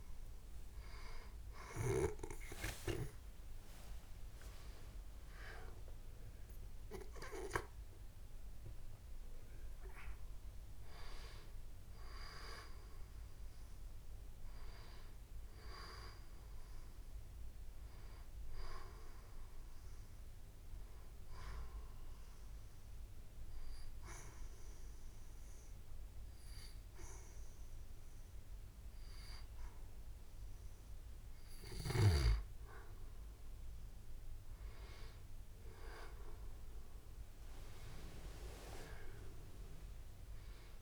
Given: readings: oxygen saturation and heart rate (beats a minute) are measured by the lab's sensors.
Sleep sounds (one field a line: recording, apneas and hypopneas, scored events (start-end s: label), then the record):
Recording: breathing in sleep by a room microphone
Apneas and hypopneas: 1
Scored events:
3.50-9.00 s: arousal
21.00-32.00 s: obstructive apnea (oxygen 94% before, 90% lowest, heart rate 78 before, 71 extreme, up 8 after)
36.50-40.50 s: arousal
From the record:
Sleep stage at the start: N2 (light sleep)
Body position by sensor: on the back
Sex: female